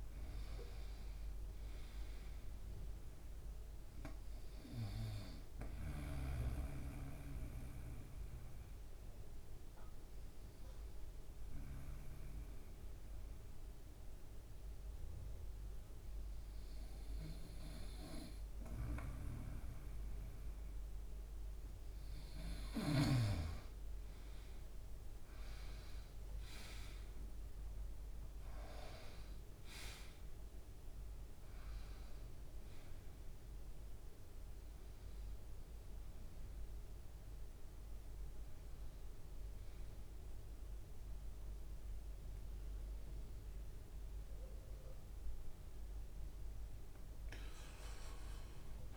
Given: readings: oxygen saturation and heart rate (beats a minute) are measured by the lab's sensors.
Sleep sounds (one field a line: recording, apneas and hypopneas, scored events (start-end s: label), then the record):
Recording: breathing in sleep by a room microphone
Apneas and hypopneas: 1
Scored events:
1.50-19.50 s: oxygen desaturation (device-marked, oxygen 96% before, 92% lowest, heart rate 77 before, 75 extreme)
6.00-20.50 s: obstructive apnea (oxygen 96% before, 92% lowest, heart rate 77 before, 75 extreme, up 7 after)
25.50-29.50 s: arousal
37.50-48.97 s: new sleep stage, N1 (lightest sleep)
From the record:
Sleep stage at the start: N2 (light sleep)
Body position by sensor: on the right side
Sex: male